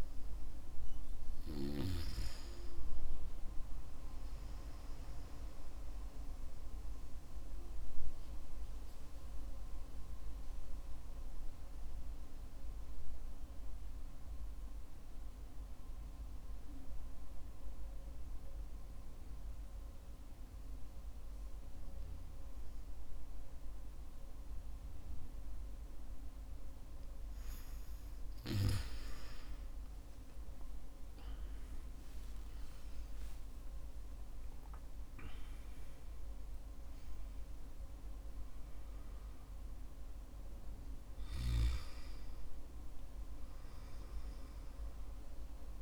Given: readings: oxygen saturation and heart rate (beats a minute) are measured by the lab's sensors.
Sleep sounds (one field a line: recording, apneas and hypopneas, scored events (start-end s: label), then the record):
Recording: breathing in sleep, hard to hear, by a room microphone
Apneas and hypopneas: 1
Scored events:
6.50-27.50 s: obstructive apnea (oxygen 95% before, 91% lowest, heart rate 58 before, 52 extreme, up 12 after)
24.50-45.81 s: oxygen desaturation (device-marked, oxygen 95% before, 91% lowest, heart rate 59 before, 50 extreme)
30.00-34.50 s: arousal
From the record:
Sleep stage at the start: N2 (light sleep)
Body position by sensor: on the back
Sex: male